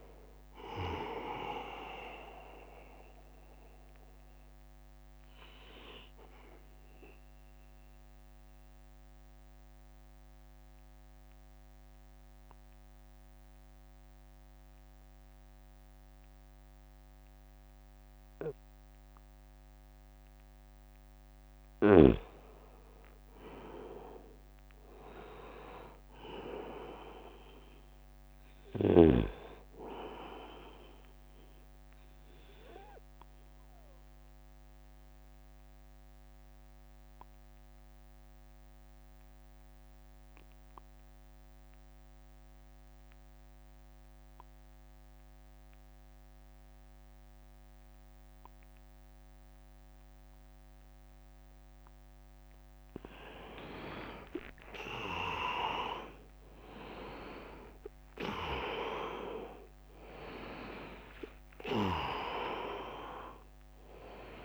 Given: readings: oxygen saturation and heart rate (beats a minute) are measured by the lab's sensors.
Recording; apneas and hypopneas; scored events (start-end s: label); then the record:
breathing in sleep by a microphone on the trachea; 2
0.00-9.50 s: oxygen desaturation (device-marked, oxygen 85% lowest, heart rate 77 extreme)
7.00-21.00 s: mixed apnea (oxygen 99% before, 85% lowest, heart rate 84 before, 71 extreme, up 16 after)
13.50-15.50 s: long interval between heartbeats (device-marked, heart rate 81 before, 81 extreme)
21.50-23.50 s: long interval between heartbeats (device-marked, heart rate 83 before, 89 extreme)
23.00-27.50 s: arousal
30.50-47.50 s: oxygen desaturation (device-marked, oxygen 100% before, 92% lowest, heart rate 84 before, 71 extreme)
33.00-52.00 s: obstructive apnea (oxygen 100% before, 89% lowest, heart rate 84 before, 71 extreme, up 4 after)
53.50-60.50 s: arousal
56.50-64.45 s: drop in pulse transit time (device-marked, heart rate 77 before, 75 extreme)
57.50-64.45 s: oxygen desaturation (device-marked, oxygen 99% before, 89% lowest, heart rate 77 before, 73 extreme)
From the record:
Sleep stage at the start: N2 (light sleep); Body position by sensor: on the back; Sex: male